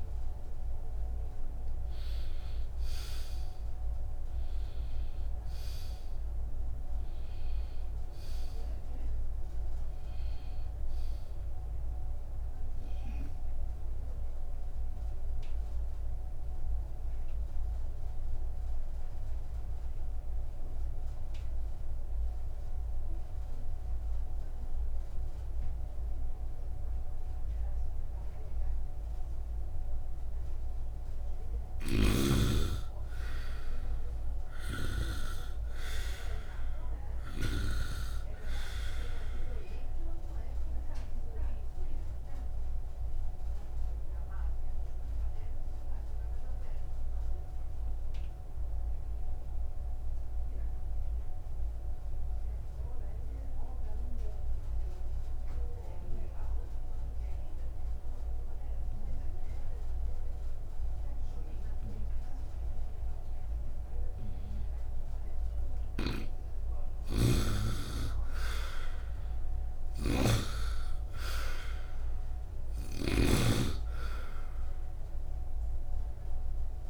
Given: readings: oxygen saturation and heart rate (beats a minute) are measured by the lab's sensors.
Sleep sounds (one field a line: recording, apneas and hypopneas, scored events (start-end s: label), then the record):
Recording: breathing in sleep by a room microphone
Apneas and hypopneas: 2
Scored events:
0.00-22.50 s: oxygen desaturation (device-marked, oxygen 79% lowest, heart rate 60 extreme)
14.50-31.50 s: obstructive apnea (oxygen 96% before, 79% lowest, heart rate 70 before, 63 extreme, up 0 after)
31.50-35.50 s: arousal
32.00-35.50 s: snoring (device-marked)
35.50-56.50 s: oxygen desaturation (device-marked, oxygen 99% before, 85% lowest, heart rate 69 before, 61 extreme)
41.50-65.50 s: obstructive apnea (oxygen 99% before, 80% lowest, heart rate 67 before, 61 extreme, up 0 after)
65.50-76.90 s: oxygen desaturation (device-marked, oxygen 97% before, 81% lowest, heart rate 67 before, 59 extreme)
66.00-73.50 s: snoring (device-marked)
67.50-73.00 s: arousal
From the record:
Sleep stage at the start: N2 (light sleep)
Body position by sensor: upright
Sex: male